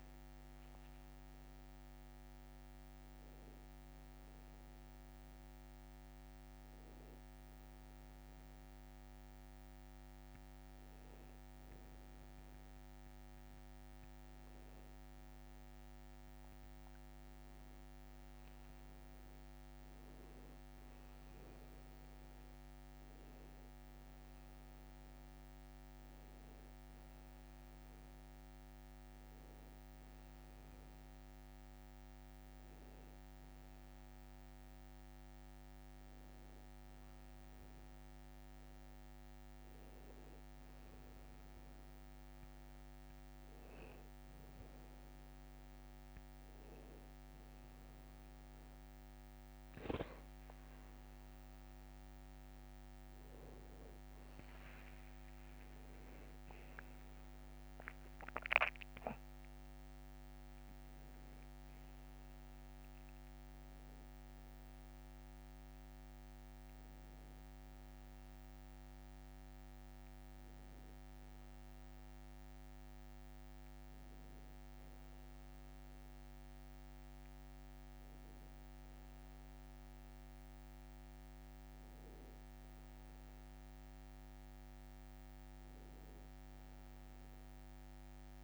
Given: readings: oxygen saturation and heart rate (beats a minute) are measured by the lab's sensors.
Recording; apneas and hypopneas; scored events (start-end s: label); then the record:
a person partly awake in a sleep study, hard to hear, by a microphone on the trachea; 3
4.00-17.00 s: hypopnea (oxygen 98% before, 96% lowest, heart rate 78 before, 58 extreme, up 5 after)
5.50-35.50 s: new sleep stage, N1 (lightest sleep)
20.00-24.50 s: arousal
29.00-42.50 s: hypopnea (oxygen 99% before, 95% lowest, heart rate 61 before, 59 extreme, up 1 after)
35.50-88.44 s: new sleep stage, N2 (light sleep)
45.50-49.50 s: arousal
54.50-56.50 s: long interval between heartbeats (device-marked, heart rate 61 before, 84 extreme)
65.50-84.00 s: hypopnea (oxygen 97% before, 95% lowest, heart rate 71 before, 58 extreme, up 17 after)
From the record:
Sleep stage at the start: awake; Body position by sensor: on the back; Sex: male